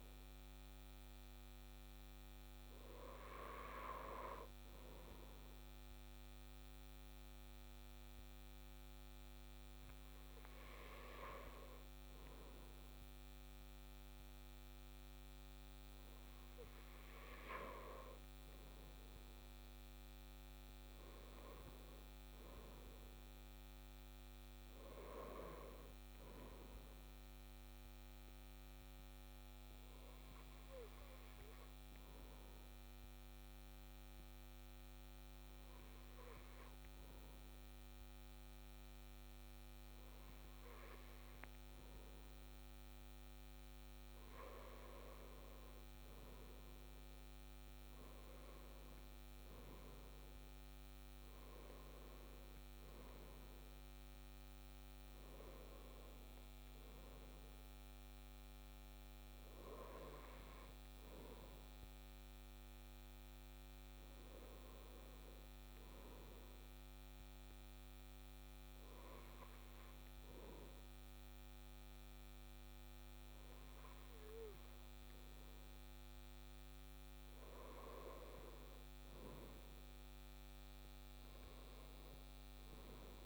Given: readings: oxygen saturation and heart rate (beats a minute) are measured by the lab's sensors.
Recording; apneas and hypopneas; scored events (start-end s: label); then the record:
breathing in sleep by a microphone on the trachea; 2
22.50-27.00 s: arousal
30.00-43.50 s: hypopnea (oxygen 96% before, 95% lowest, heart rate 60 before, 59 extreme, up 5 after)
46.00-50.00 s: arousal
66.50-77.50 s: hypopnea (oxygen 97% before, 96% lowest, heart rate 63 before, 59 extreme, up 5 after)
79.50-83.00 s: arousal
From the record:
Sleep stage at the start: N2 (light sleep); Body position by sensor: on the left side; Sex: male